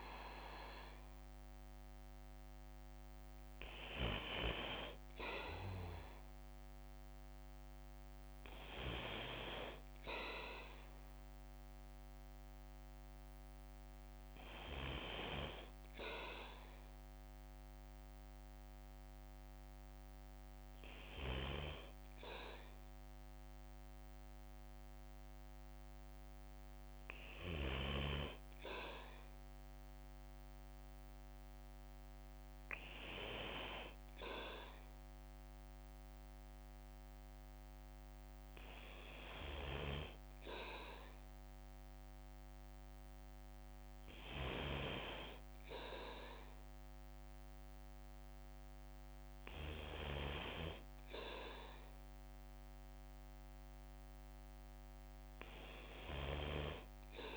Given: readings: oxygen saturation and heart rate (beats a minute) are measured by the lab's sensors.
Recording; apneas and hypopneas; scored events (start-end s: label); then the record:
breathing in sleep by a microphone on the trachea; none
0.00-57.36 s: bradycardia (device-marked, heart rate 50 extreme)
From the record:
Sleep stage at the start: N2 (light sleep); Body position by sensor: on the back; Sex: male